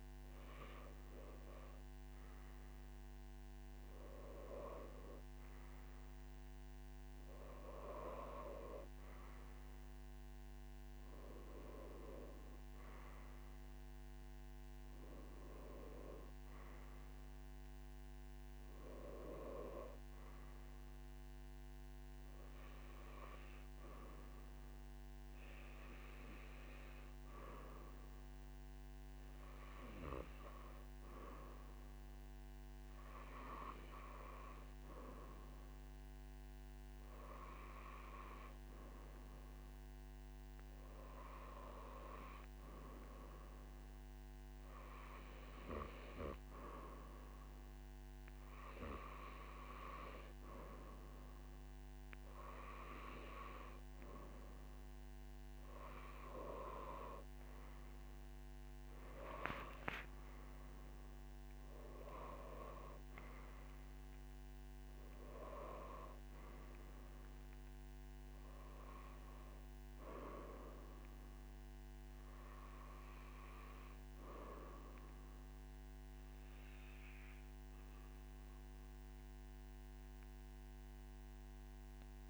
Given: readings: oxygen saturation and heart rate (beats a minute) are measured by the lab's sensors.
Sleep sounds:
breathing in sleep by a microphone on the trachea; none
none scored
From the record:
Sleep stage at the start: N3 (deep sleep); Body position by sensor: on the right side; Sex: male

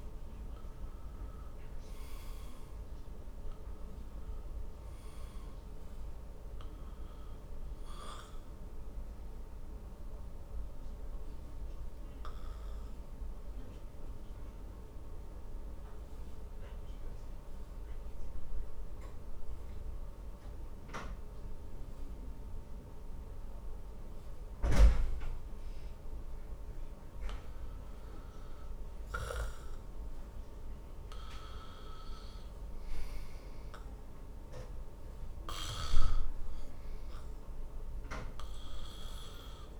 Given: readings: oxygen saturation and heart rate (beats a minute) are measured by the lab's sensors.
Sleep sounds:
breathing in sleep by a room microphone; 1
10.00-31.00 s: obstructive apnea (oxygen 98% before, 85% lowest, heart rate 62 before, 47 extreme, up 4 after)
19.50-32.50 s: oxygen desaturation (device-marked, oxygen 96% before, 85% lowest, heart rate 55 before, 48 extreme)
34.00-37.50 s: arousal
From the record:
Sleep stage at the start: N2 (light sleep); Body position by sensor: on the back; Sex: male

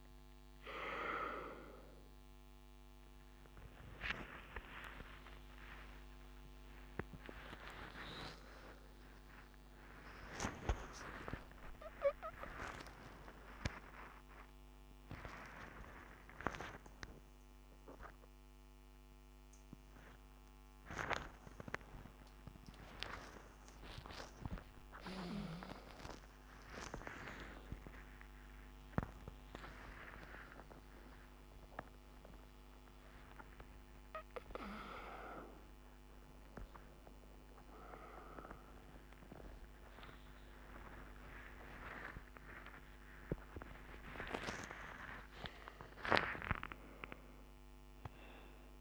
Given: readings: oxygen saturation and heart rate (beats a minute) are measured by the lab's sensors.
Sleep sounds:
a person awake in a sleep study, by a microphone on the trachea; none
none scored
From the record:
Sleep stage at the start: awake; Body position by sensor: on the front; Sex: male

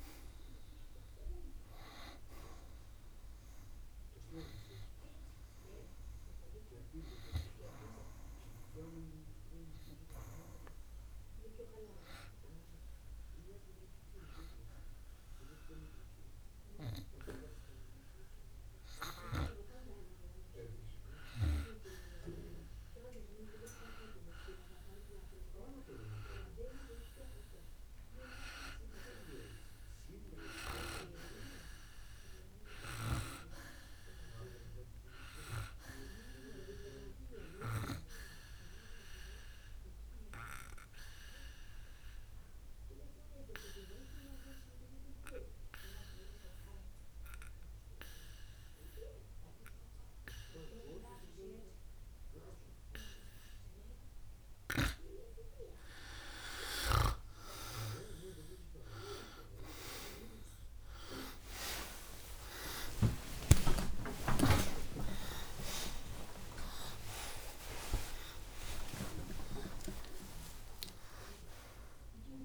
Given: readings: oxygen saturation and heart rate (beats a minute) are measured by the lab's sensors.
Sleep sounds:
breathing in sleep by a room microphone; 2
8.50-22.00 s: hypopnea (oxygen 96% before, 93% lowest, heart rate 59 before, 54 extreme, up 3 after)
24.50-28.00 s: arousal
38.50-54.00 s: obstructive apnea (oxygen 95% before, 93% lowest, heart rate 56 before, 54 extreme, up 12 after)
61.50-68.00 s: arousal
67.00-72.45 s: new sleep stage, N1 (lightest sleep)
From the record:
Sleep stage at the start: N2 (light sleep); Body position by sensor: on the back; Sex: male

